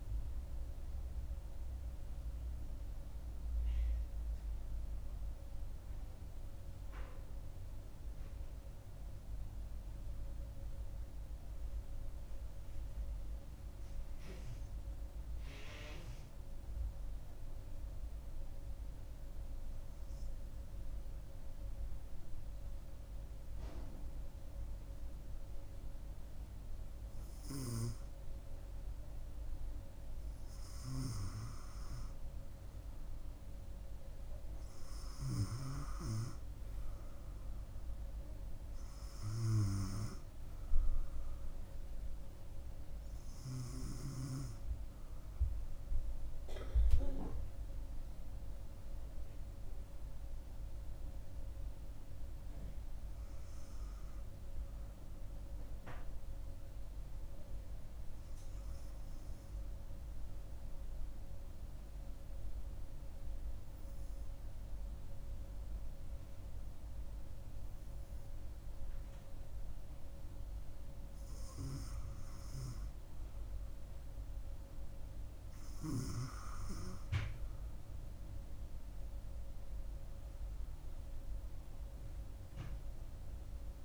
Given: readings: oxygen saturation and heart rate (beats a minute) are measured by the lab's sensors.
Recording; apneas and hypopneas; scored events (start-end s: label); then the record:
breathing in sleep by a room microphone; 2
12.00-29.50 s: hypopnea (oxygen 97% before, 94% lowest, heart rate 76 before, 66 extreme, up 5 after)
32.00-36.00 s: arousal
35.50-60.50 s: oxygen desaturation (device-marked, oxygen 98% before, 94% lowest, heart rate 67 before, 66 extreme)
55.00-71.00 s: hypopnea (oxygen 98% before, 94% lowest, heart rate 69 before, 66 extreme, up 4 after)
73.00-76.50 s: arousal
From the record:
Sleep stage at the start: N2 (light sleep); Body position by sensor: on the front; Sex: female